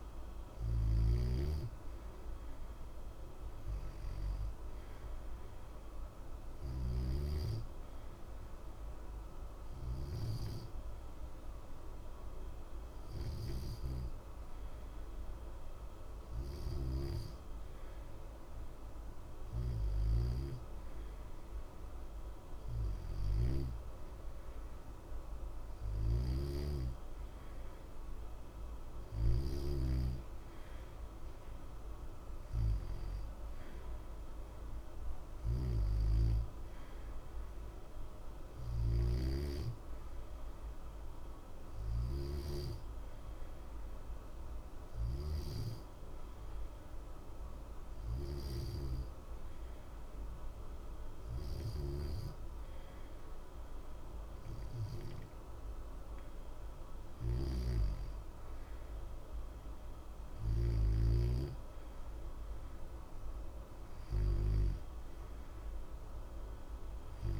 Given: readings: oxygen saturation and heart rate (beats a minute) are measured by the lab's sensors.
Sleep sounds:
breathing in sleep by a room microphone; 2
6.00-18.00 s: obstructive apnea (oxygen 89% before, 88% lowest, heart rate 60 before, 60 extreme, up 0 after)
21.00-25.00 s: arousal
25.50-29.50 s: snoring (device-marked)
42.00-55.00 s: hypopnea (oxygen 91% before, 88% lowest, heart rate 60 before, 60 extreme, up 0 after)
56.50-60.50 s: snoring (device-marked)
57.50-61.50 s: arousal
From the record:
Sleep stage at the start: N2 (light sleep); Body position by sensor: on the back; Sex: male

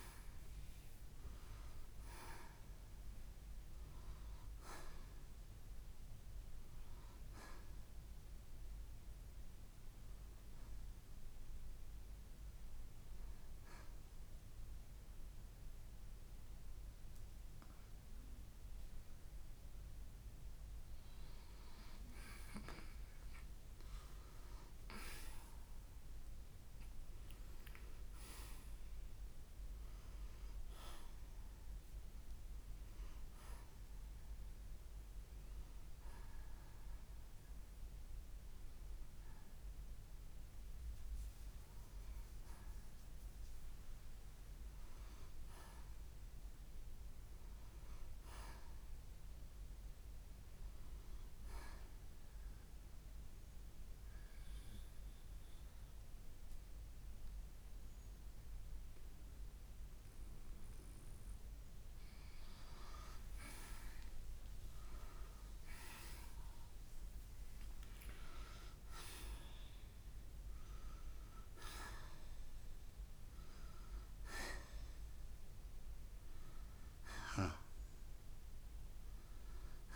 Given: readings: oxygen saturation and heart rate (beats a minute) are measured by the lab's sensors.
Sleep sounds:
breathing in sleep by a room microphone; 2
9.50-19.50 s: oxygen desaturation (device-marked, oxygen 90% before, 86% lowest, heart rate 63 before, 58 extreme)
9.50-20.00 s: hypopnea (oxygen 90% before, 86% lowest, heart rate 63 before, 58 extreme, up 20 after)
24.00-29.00 s: arousal
35.50-50.50 s: oxygen desaturation (device-marked, oxygen 92% before, 86% lowest, heart rate 71 before, 58 extreme)
47.00-50.50 s: arousal
52.50-62.50 s: mixed apnea (oxygen 92% before, 84% lowest, heart rate 66 before, 58 extreme, up 11 after)
64.00-69.00 s: arousal
76.50-79.96 s: oxygen desaturation (device-marked, oxygen 90% before, 84% lowest, heart rate 65 before, 59 extreme)
From the record:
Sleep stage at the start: N2 (light sleep); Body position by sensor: on the right side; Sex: male

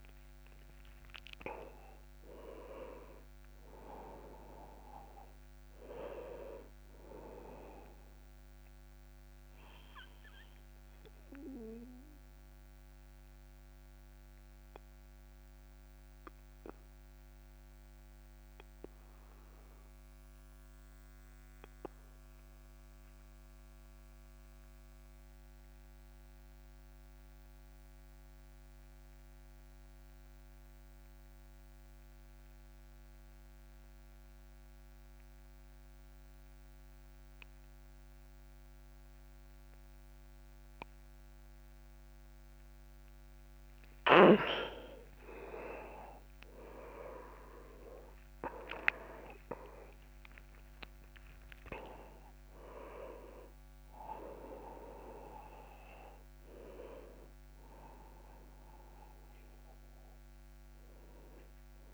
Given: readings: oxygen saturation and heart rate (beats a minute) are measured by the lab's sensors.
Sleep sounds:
breathing in sleep by a microphone on the trachea; 1
0.00-18.50 s: oxygen desaturation (device-marked, oxygen 88% lowest)
8.00-44.00 s: obstructive apnea (oxygen 99% before, 87% lowest)
38.50-61.94 s: oxygen desaturation (device-marked, oxygen 99% before, 87% lowest)
46.00-50.50 s: arousal
From the record:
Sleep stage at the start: N2 (light sleep); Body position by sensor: on the back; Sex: male

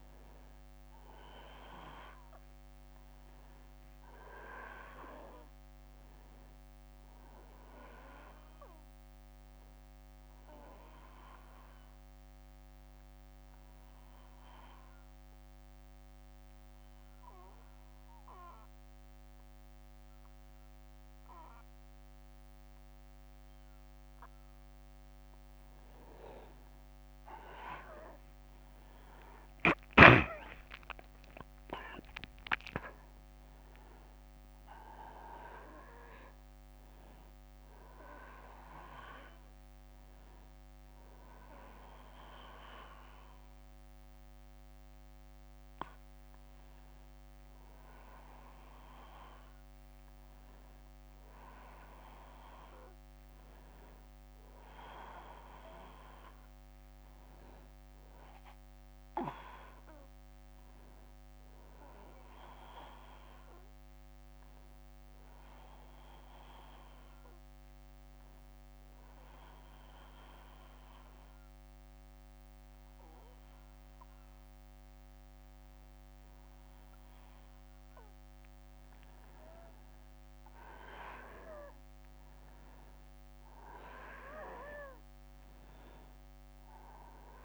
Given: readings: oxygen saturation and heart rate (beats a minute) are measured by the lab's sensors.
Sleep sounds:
breathing in sleep by a microphone on the trachea; 2
12.50-24.00 s: obstructive apnea (oxygen 97% before, 92% lowest, heart rate 65 before, 60 extreme, up 16 after)
27.00-31.50 s: arousal
32.00-51.00 s: oxygen desaturation (device-marked, oxygen 96% before, 92% lowest, heart rate 64 before, 60 extreme)
54.00-58.50 s: arousal
67.00-78.00 s: obstructive apnea (oxygen 97% before, 93% lowest, heart rate 65 before, 61 extreme, up 5 after)
80.50-85.00 s: arousal
81.00-87.45 s: oxygen desaturation (device-marked, oxygen 96% before, 93% lowest, heart rate 63 before, 60 extreme)
From the record:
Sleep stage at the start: N1 (lightest sleep); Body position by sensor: on the back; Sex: male

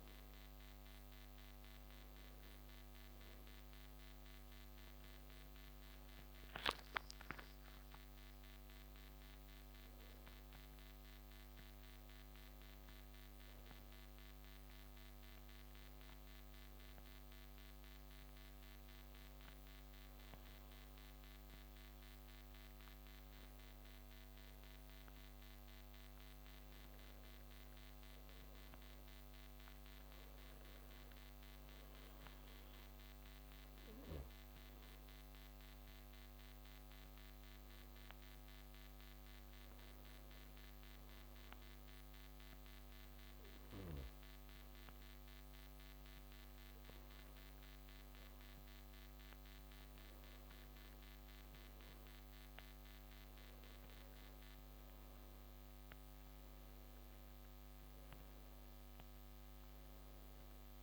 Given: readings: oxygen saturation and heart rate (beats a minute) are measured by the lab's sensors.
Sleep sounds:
breathing in sleep, hard to hear, by a microphone on the trachea; 2
0.00-3.00 s: oxygen desaturation (device-marked, oxygen 91% lowest)
1.00-60.83 s: new sleep stage, N2 (light sleep)
5.50-8.50 s: arousal
11.50-21.50 s: hypopnea (oxygen 95% before, 91% lowest)
24.00-27.50 s: arousal
35.00-49.00 s: oxygen desaturation (device-marked, oxygen 94% before, 91% lowest)
35.50-46.50 s: hypopnea (oxygen 95% before, 91% lowest)
52.00-56.50 s: arousal
From the record:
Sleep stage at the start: N1 (lightest sleep); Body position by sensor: on the back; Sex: male

